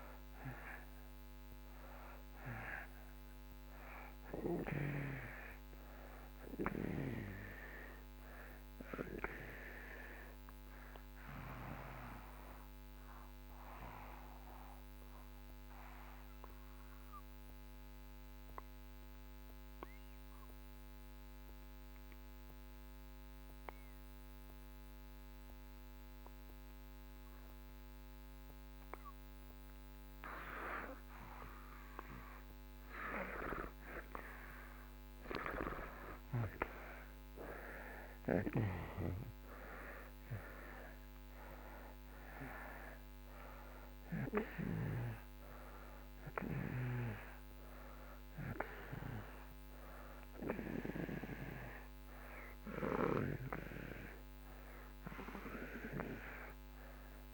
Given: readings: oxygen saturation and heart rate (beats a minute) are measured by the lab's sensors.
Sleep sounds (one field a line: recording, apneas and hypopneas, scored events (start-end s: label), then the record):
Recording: breathing in sleep by a microphone on the trachea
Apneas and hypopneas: 1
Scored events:
13.00-33.00 s: obstructive apnea (oxygen 90% before, 83% lowest)
34.00-39.00 s: arousal
38.50-57.34 s: oxygen desaturation (device-marked, oxygen 96% before, 83% lowest)
From the record:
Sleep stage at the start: N2 (light sleep)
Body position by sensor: on the back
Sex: male